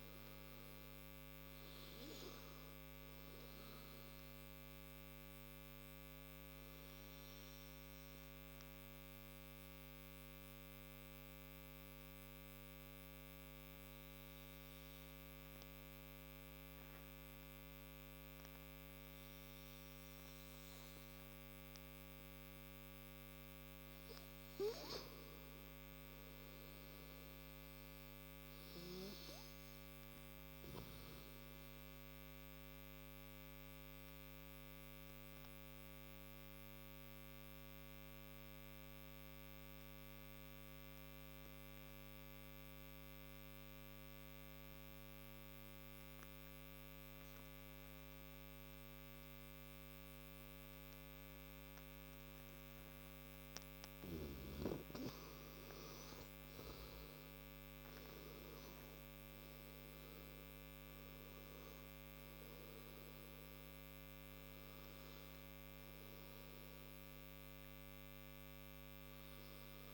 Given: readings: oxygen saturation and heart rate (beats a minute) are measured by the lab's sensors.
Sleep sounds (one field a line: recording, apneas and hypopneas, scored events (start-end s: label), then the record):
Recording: breathing in sleep, hard to hear, by a microphone on the trachea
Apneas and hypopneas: 2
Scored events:
0.00-18.00 s: oxygen desaturation (device-marked, oxygen 88% lowest, heart rate 30 extreme)
5.00-22.00 s: obstructive apnea (oxygen 99% before, 85% lowest, heart rate 55 before, 30 extreme, up 21 after)
24.00-26.50 s: arousal
33.00-54.00 s: obstructive apnea (oxygen 98% before, 85% lowest)
50.00-69.94 s: oxygen desaturation (device-marked, oxygen 96% before, 85% lowest)
56.50-59.50 s: arousal
From the record:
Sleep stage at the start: N2 (light sleep)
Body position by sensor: on the right side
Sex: male